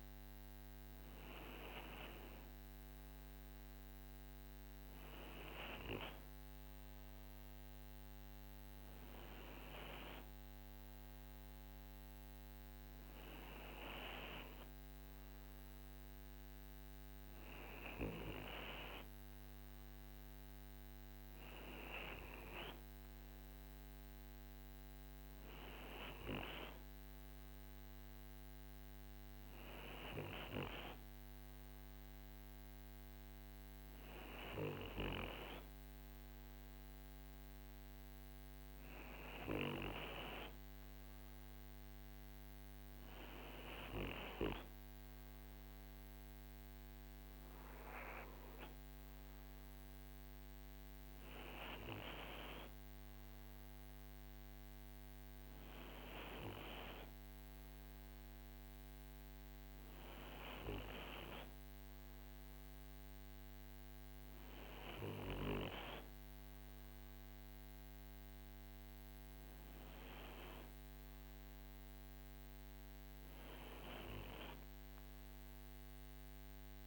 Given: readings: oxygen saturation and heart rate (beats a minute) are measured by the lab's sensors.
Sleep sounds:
breathing in sleep by a microphone on the trachea; none
none scored
From the record:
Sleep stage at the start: N2 (light sleep); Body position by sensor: on the right side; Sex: male

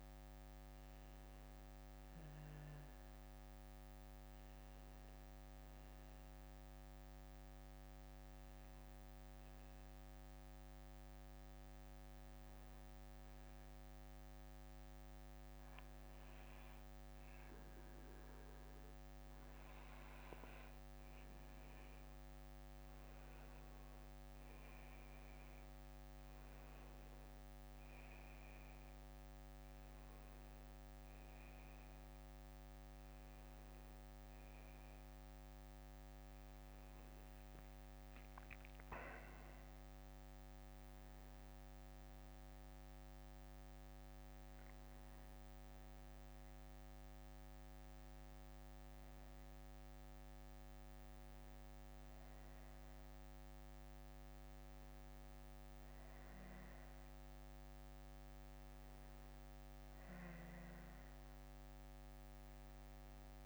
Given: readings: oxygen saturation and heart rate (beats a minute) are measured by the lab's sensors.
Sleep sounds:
breathing in sleep, hard to hear, by a microphone on the trachea; none
5.00-12.00 s: bradycardia (device-marked, heart rate 64 before, 57 extreme)
13.00-16.00 s: bradycardia (device-marked, heart rate 64 before, 56 extreme)
57.00-63.46 s: bradycardia (device-marked, heart rate 64 before, 57 extreme)
From the record:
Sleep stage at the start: N1 (lightest sleep); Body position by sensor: on the back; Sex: male

